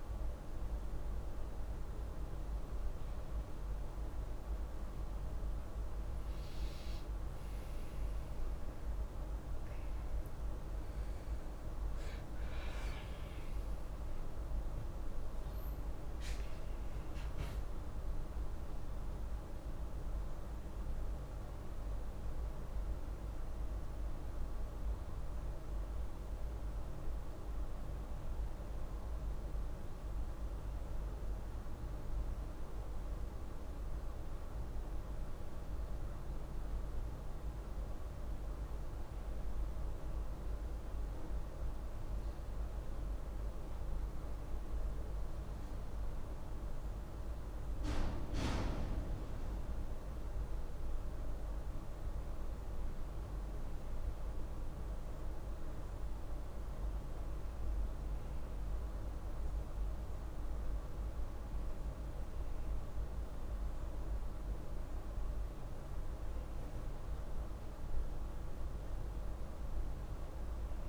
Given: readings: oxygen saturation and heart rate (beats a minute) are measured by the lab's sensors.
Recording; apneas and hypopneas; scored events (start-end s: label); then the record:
a person awake in a sleep study, hard to hear, by a room microphone; none
none scored
From the record:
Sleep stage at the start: awake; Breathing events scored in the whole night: 89 in 5.5 hours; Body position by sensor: on the back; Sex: female